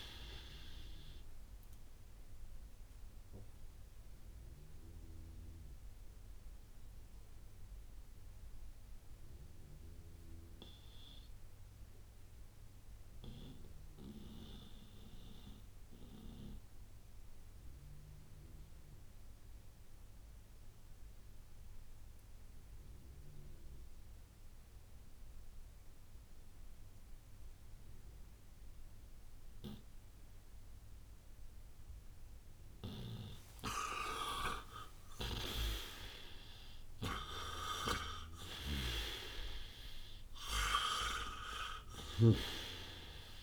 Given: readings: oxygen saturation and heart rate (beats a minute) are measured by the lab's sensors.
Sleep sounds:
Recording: breathing in sleep by a room microphone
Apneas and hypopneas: 1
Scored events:
0.00-21.50 s: oxygen desaturation (device-marked, oxygen 85% lowest, heart rate 58 extreme)
2.00-31.50 s: obstructive apnea (oxygen 98% before, 85% lowest, heart rate 62 before, 58 extreme, up 22 after)
33.50-38.00 s: arousal
35.00-43.43 s: snoring (device-marked)
35.50-43.43 s: oxygen desaturation (device-marked, oxygen 98% before, 88% lowest, heart rate 61 before, 59 extreme)
From the record:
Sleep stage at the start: N2 (light sleep)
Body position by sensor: on the right side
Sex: male

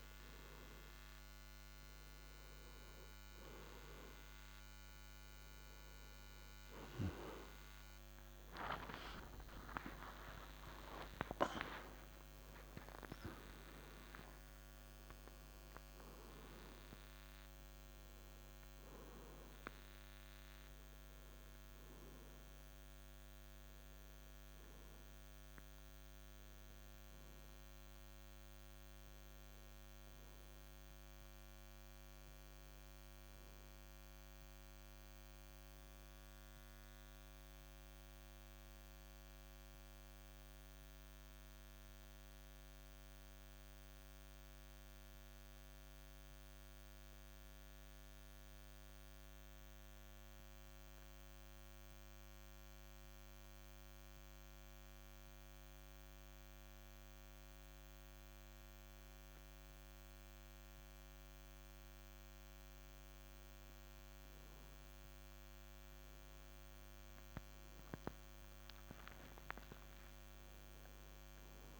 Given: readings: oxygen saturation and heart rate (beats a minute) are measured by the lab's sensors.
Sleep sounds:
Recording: breathing in sleep by a microphone on the trachea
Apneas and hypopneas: 1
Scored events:
0.50-22.50 s: oxygen desaturation (device-marked, oxygen 95% before, 90% lowest, heart rate 53 before, 55 extreme)
7.50-11.50 s: tachycardia (device-marked, heart rate 55 before, 102 extreme)
7.50-12.00 s: arousal
24.50-50.50 s: oxygen desaturation (device-marked, oxygen 97% before, 89% lowest, heart rate 79 before, 53 extreme)
39.00-61.00 s: obstructive apnea (oxygen 97% before, 89% lowest, heart rate 57 before, 53 extreme, up 3 after)
63.00-67.00 s: arousal
From the record:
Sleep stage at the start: N2 (light sleep)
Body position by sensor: on the right side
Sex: male

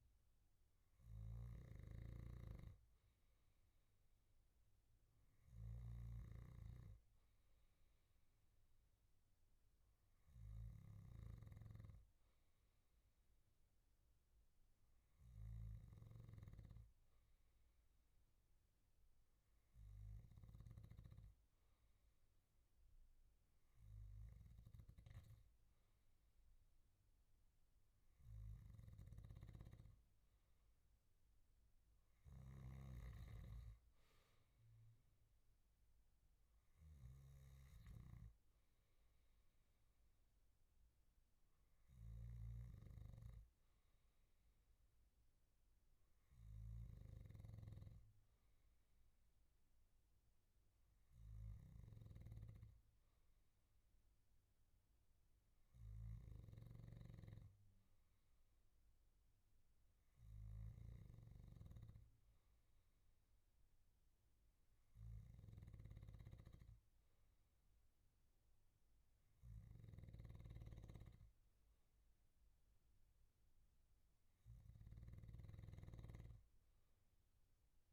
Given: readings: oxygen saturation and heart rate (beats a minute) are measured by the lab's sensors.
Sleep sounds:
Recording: breathing in sleep by a room microphone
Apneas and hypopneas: none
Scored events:
0.00-11.50 s: snoring (device-marked)
29.50-77.93 s: snoring (device-marked)
From the record:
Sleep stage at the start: N2 (light sleep)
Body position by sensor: on the back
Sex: male

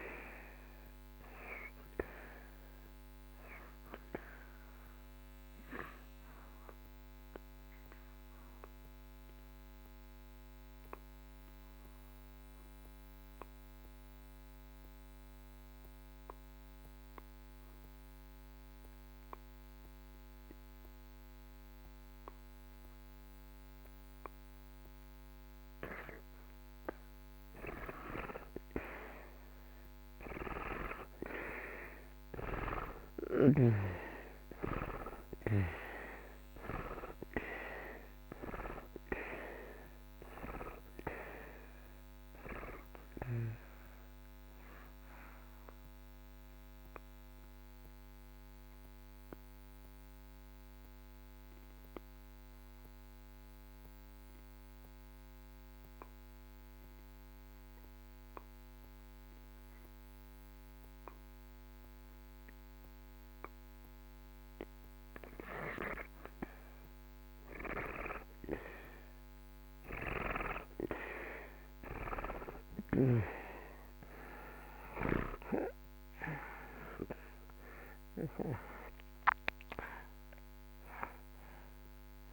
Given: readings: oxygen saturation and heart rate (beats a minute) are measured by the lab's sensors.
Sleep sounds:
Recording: breathing in sleep by a microphone on the trachea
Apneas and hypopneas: 2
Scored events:
0.00-23.00 s: oxygen desaturation (device-marked, oxygen 76% lowest)
6.50-25.50 s: obstructive apnea (oxygen 96% before, 75% lowest)
32.50-36.50 s: arousal
36.00-66.00 s: oxygen desaturation (device-marked, oxygen 95% before, 75% lowest)
44.50-64.00 s: obstructive apnea (oxygen 95% before, 75% lowest)
66.50-73.00 s: arousal
74.00-82.33 s: oxygen desaturation (device-marked, oxygen 96% before, 78% lowest)
From the record:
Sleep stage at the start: N2 (light sleep)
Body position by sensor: on the back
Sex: male

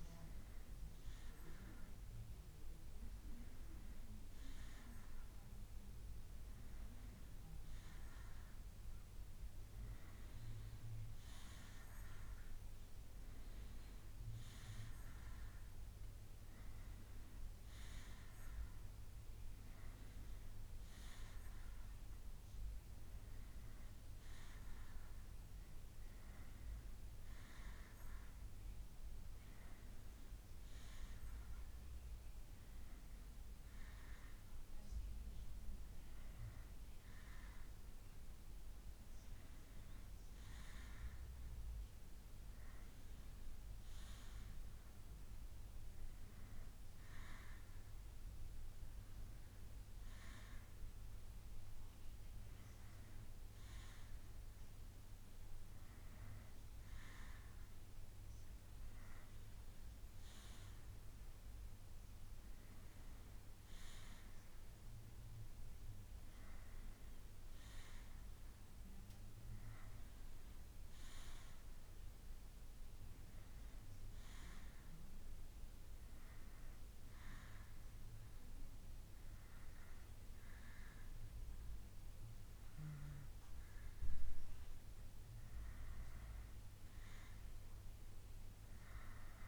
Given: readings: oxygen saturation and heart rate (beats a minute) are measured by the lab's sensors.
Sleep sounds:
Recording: breathing in sleep by a room microphone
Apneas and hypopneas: none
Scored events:
6.00-25.00 s: oxygen desaturation (device-marked, oxygen 94% before, 90% lowest, heart rate 69 before, 55 extreme)
8.00-10.00 s: bradycardia (device-marked, heart rate 63 before, 64 extreme)
29.00-31.00 s: bradycardia (device-marked, heart rate 62 before, 64 extreme)
46.00-89.48 s: bradycardia (device-marked, heart rate 62 before, 46 extreme)
From the record:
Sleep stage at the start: N2 (light sleep)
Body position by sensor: on the back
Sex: male

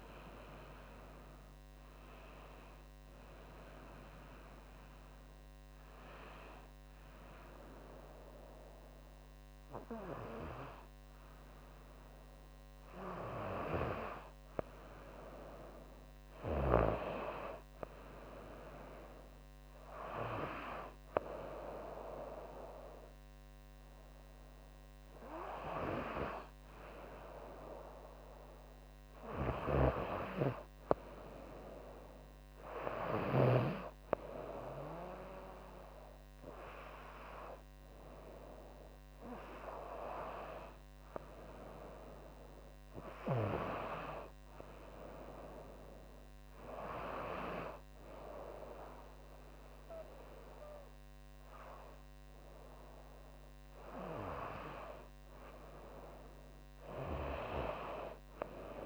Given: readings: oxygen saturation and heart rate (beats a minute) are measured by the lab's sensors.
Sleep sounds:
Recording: breathing in sleep by a microphone on the trachea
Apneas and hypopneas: none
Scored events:
28.50-32.50 s: snoring (device-marked)
From the record:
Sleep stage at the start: N2 (light sleep)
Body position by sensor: on the right side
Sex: female

